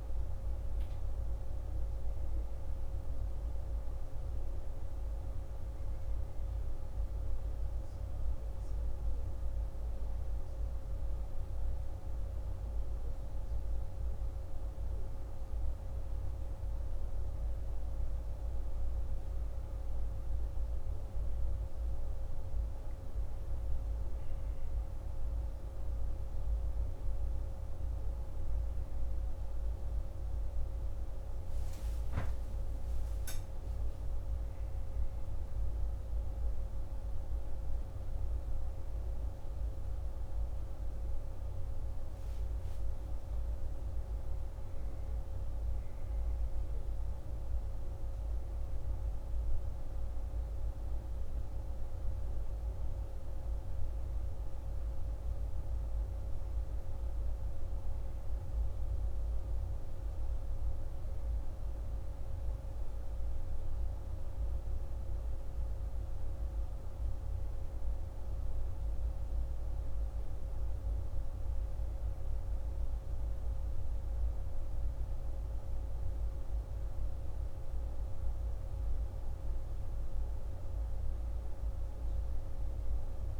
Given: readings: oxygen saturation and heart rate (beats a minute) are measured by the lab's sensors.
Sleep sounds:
a person awake in a sleep study, hard to hear, by a room microphone; none
9.50-83.40 s: new sleep stage, awake
From the record:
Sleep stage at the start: N1 (lightest sleep); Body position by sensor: on the back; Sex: male

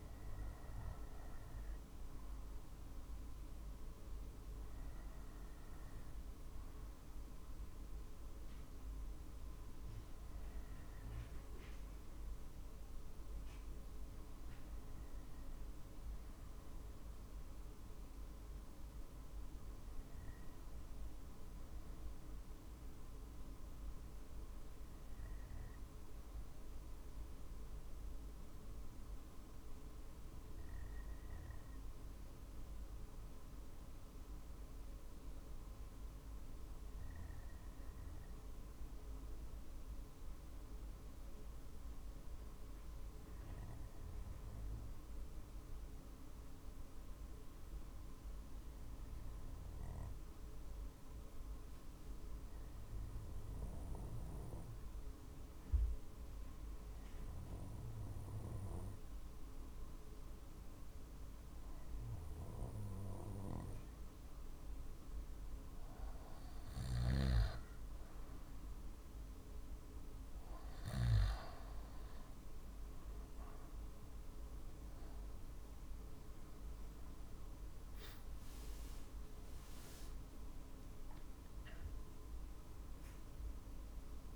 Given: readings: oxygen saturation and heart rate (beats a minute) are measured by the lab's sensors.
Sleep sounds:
breathing in sleep, hard to hear, by a room microphone; 1
10.50-30.50 s: oxygen desaturation (device-marked, oxygen 97% before, 92% lowest, heart rate 48 before, 46 extreme)
18.50-62.50 s: obstructive apnea (oxygen 97% before, 89% lowest, heart rate 46 before, 46 extreme, up 1 after)
44.50-84.36 s: new sleep stage, N2 (light sleep)
55.50-66.50 s: drop in pulse transit time (device-marked, heart rate 47 before, 47 extreme)
65.00-69.50 s: arousal
79.50-84.36 s: drop in pulse transit time (device-marked, heart rate 48 before, 47 extreme)
From the record:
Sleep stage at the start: REM sleep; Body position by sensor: on the back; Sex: male

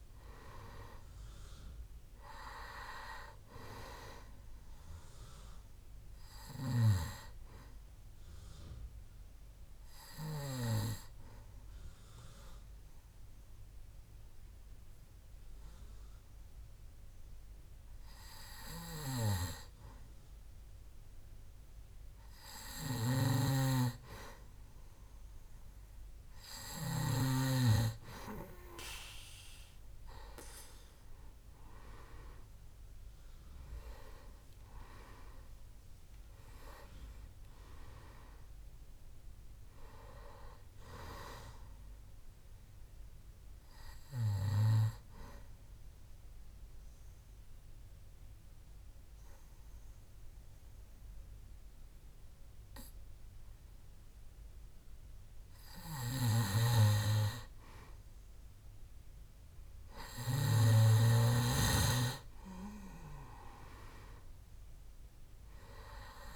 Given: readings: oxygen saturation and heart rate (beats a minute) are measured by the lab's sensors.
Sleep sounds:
breathing in sleep by a room microphone; 2
0.00-20.00 s: oxygen desaturation (device-marked, oxygen 91% lowest, heart rate 67 extreme)
8.50-23.00 s: hypopnea (oxygen 97% before, 92% lowest, heart rate 70 before, 67 extreme, up 2 after)
23.00-27.50 s: snoring (device-marked)
31.50-37.50 s: arousal
36.50-38.50 s: long interval between heartbeats (device-marked, heart rate 70 before, 80 extreme)
45.50-57.50 s: mixed apnea (oxygen 98% before, 92% lowest, heart rate 75 before, 65 extreme, up 3 after)
56.00-61.00 s: snoring (device-marked)
60.00-64.50 s: arousal
65.00-66.36 s: oxygen desaturation (device-marked, oxygen 97% before, 92% lowest, heart rate 68 before, 65 extreme)
From the record:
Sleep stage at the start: N2 (light sleep); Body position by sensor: on the back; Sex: male

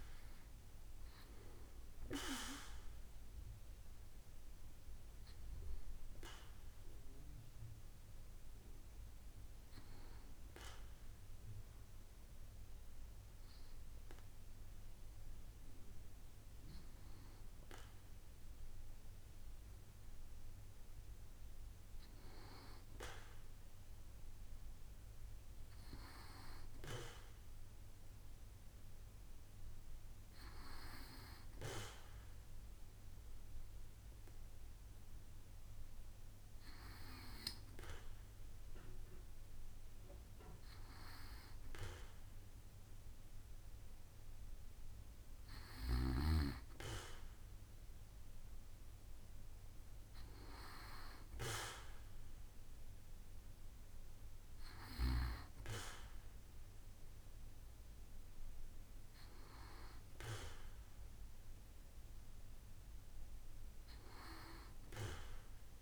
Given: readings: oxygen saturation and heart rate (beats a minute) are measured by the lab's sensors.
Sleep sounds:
breathing in sleep by a room microphone; none
none scored
From the record:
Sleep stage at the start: N2 (light sleep); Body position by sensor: on the back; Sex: male

